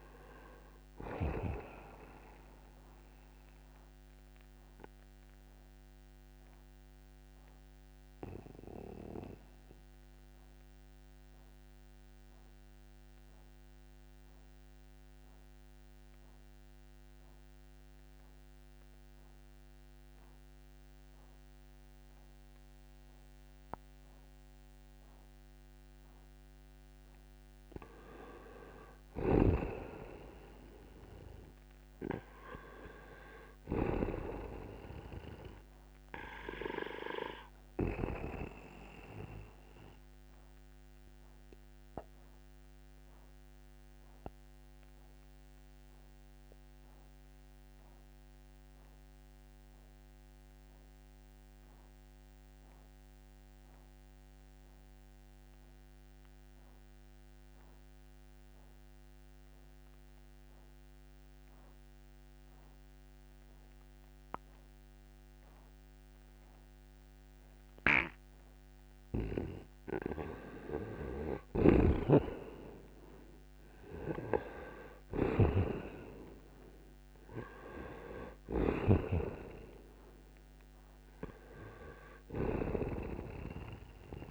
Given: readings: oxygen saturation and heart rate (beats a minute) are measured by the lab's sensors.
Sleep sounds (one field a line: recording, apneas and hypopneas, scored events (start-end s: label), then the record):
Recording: breathing in sleep by a microphone on the trachea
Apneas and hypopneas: 2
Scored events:
0.00-24.50 s: oxygen desaturation (device-marked, oxygen 82% lowest, heart rate 61 extreme)
3.50-26.50 s: mixed apnea (oxygen 94% before, 82% lowest, heart rate 72 before, 61 extreme, up 17 after)
29.00-32.50 s: arousal
31.50-61.50 s: oxygen desaturation (device-marked, oxygen 97% before, 87% lowest, heart rate 72 before, 61 extreme)
41.00-69.50 s: obstructive apnea (oxygen 97% before, 81% lowest, heart rate 74 before, 61 extreme, up 7 after)
67.50-84.31 s: oxygen desaturation (device-marked, oxygen 96% before, 81% lowest, heart rate 62 before, 60 extreme)
71.00-76.00 s: arousal
71.50-79.00 s: snoring (device-marked)
From the record:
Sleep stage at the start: N2 (light sleep)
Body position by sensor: on the right side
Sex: male